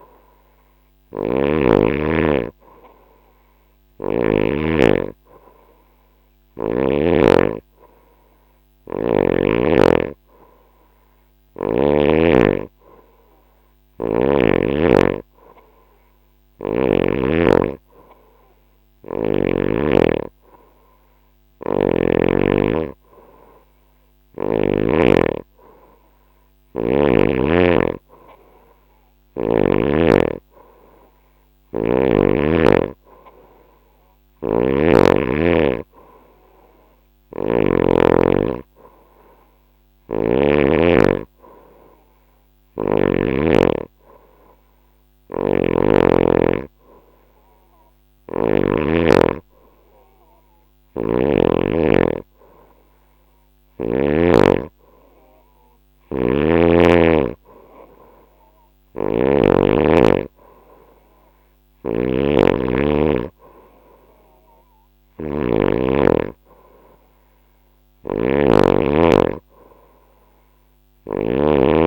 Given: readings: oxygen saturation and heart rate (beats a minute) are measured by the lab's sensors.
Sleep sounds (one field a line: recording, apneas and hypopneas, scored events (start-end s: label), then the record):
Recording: breathing in sleep by a microphone on the trachea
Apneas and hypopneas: none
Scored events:
13.00-16.50 s: snoring (device-marked)
33.50-37.00 s: snoring (device-marked)
39.00-42.50 s: snoring (device-marked)
44.50-48.00 s: snoring (device-marked)
50.00-53.50 s: snoring (device-marked)
58.00-71.87 s: snoring (device-marked)
From the record:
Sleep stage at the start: N2 (light sleep)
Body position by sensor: on the right side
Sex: female